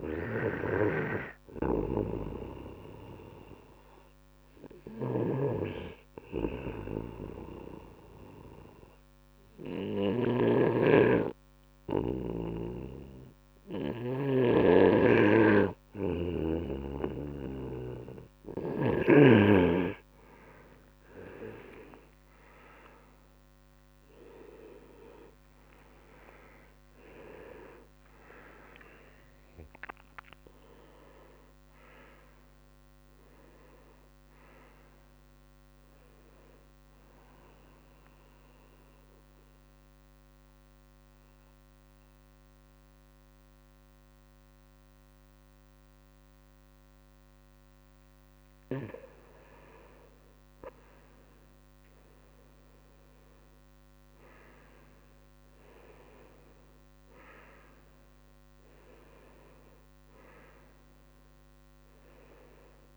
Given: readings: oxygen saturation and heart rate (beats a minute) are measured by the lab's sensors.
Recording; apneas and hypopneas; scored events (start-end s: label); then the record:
breathing in sleep by a microphone on the trachea; 2
4.50-18.50 s: snoring (device-marked)
6.00-18.50 s: obstructive apnea (oxygen 97% before, 90% lowest, heart rate 72 before, 71 extreme, up 42 after)
19.00-37.00 s: oxygen desaturation (device-marked, oxygen 95% before, 90% lowest, heart rate 71 before, 70 extreme)
21.00-26.00 s: arousal
37.00-48.00 s: central apnea (oxygen 96% before, 92% lowest, heart rate 88 before, 70 extreme, up 1 after)
50.50-54.50 s: arousal
From the record:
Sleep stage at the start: N2 (light sleep); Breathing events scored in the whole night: 319 in 4.1 hours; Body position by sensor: on the right side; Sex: male